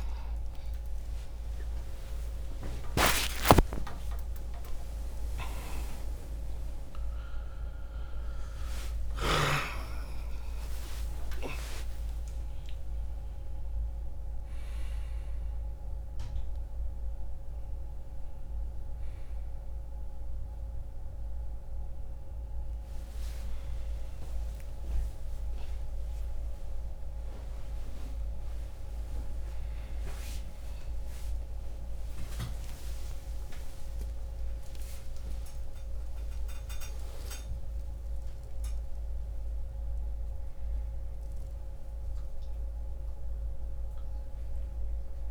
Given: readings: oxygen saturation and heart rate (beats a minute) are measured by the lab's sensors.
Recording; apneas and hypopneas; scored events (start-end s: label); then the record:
a person awake in a sleep study, by a room microphone; none
1.50-45.31 s: new sleep stage, awake
18.50-33.50 s: oxygen desaturation (device-marked, oxygen 96% before, 90% lowest, heart rate 98 before, 79 extreme)
From the record:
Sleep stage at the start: REM sleep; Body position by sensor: on the back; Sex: male